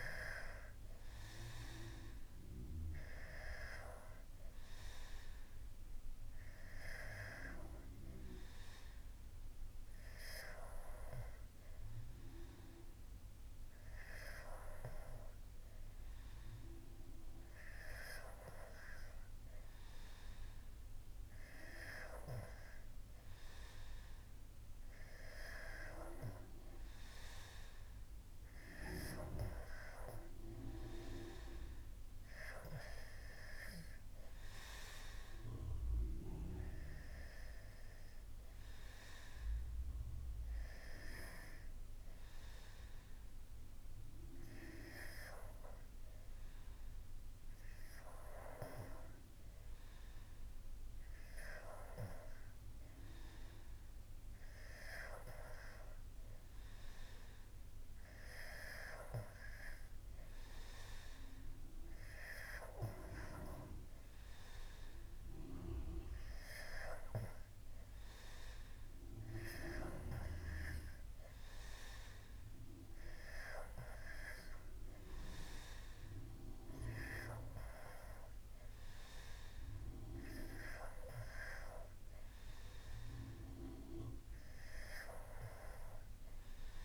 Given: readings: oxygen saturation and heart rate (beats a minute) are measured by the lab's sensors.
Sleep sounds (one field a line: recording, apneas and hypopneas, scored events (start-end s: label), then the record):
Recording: breathing in sleep by a room microphone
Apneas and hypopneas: none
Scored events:
none scored
From the record:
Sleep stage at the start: N2 (light sleep)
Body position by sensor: on the back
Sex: male